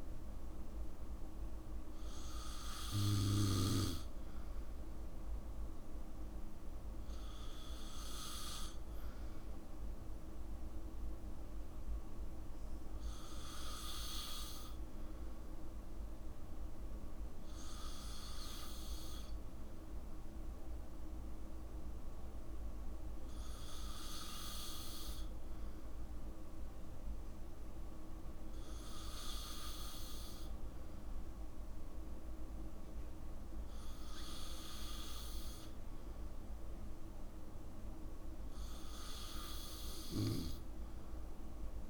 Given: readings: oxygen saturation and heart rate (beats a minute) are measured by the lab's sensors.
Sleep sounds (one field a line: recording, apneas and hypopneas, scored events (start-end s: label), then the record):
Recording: breathing in sleep by a room microphone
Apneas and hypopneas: none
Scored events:
0.00-9.00 s: oxygen desaturation (device-marked, oxygen 93% lowest, heart rate 55 extreme)
From the record:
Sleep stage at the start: N2 (light sleep)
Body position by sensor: on the back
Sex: male